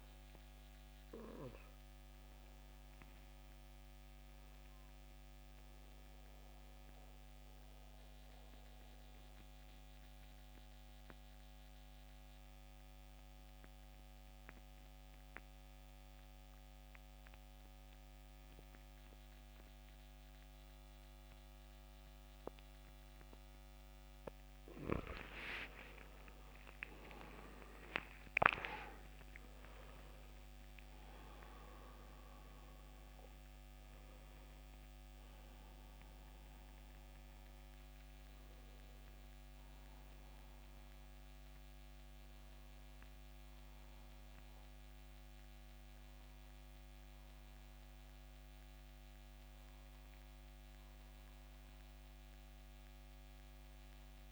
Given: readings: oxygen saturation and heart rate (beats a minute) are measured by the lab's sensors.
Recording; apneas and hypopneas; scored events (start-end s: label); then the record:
breathing in sleep by a microphone on the trachea; 1
1.50-22.50 s: obstructive apnea (oxygen 92% before, 83% lowest, heart rate 77 before, 70 extreme, up 11 after)
10.00-20.00 s: oxygen desaturation (device-marked, oxygen 92% before, 86% lowest, heart rate 78 before, 70 extreme)
24.50-28.50 s: arousal
32.00-54.32 s: new sleep stage, N1 (lightest sleep)
33.00-54.32 s: oxygen desaturation (device-marked, oxygen 93% before, 83% lowest, heart rate 74 before, 70 extreme)
From the record:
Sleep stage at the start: N2 (light sleep); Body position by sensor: on the back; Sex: male